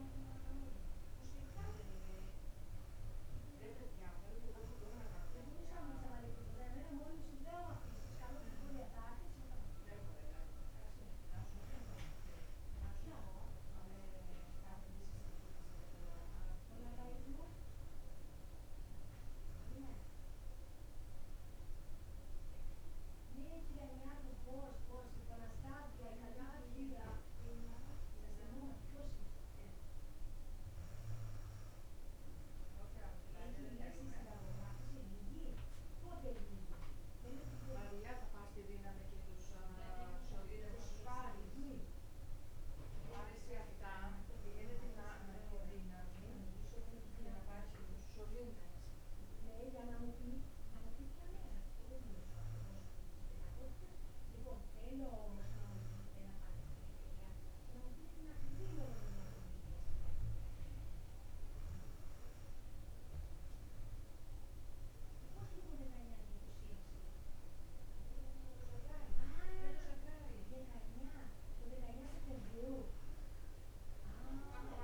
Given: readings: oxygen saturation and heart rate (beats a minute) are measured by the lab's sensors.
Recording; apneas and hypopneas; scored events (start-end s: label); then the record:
breathing in sleep by a room microphone; none
none scored
From the record:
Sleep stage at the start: N2 (light sleep); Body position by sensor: on the back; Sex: female